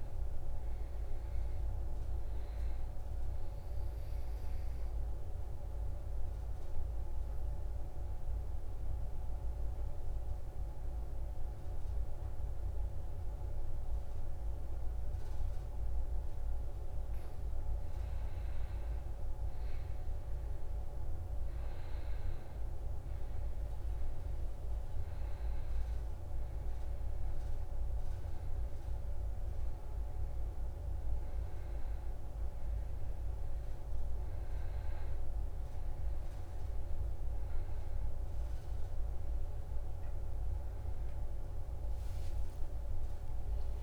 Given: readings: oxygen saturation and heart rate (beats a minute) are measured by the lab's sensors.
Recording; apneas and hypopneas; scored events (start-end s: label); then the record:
a person partly awake in a sleep study, hard to hear, by a room microphone; 1
3.00-17.00 s: obstructive apnea (oxygen 97% before, 92% lowest, heart rate 72 before, 63 extreme, up 6 after)
18.50-40.50 s: oxygen desaturation (device-marked, oxygen 96% before, 92% lowest, heart rate 68 before, 58 extreme)
32.50-43.82 s: new sleep stage, awake
From the record:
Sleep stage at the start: N2 (light sleep); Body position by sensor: on the back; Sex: male